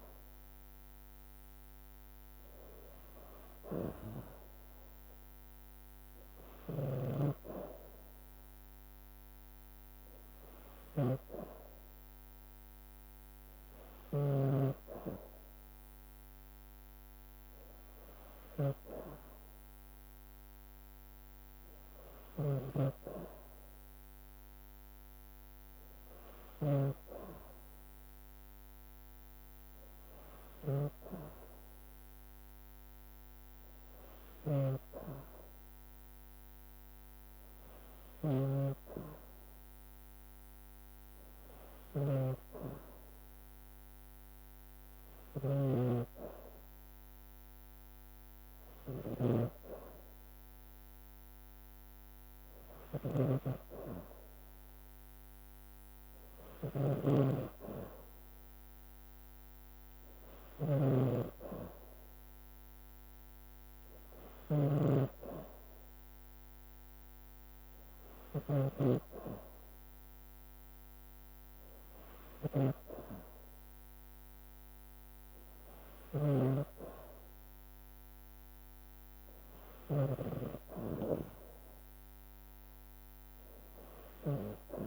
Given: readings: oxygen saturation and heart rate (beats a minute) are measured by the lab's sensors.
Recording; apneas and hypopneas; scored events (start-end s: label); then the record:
breathing in sleep by a microphone on the trachea; none
14.00-80.00 s: snoring (device-marked)
From the record:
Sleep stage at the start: N2 (light sleep); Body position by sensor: on the back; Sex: female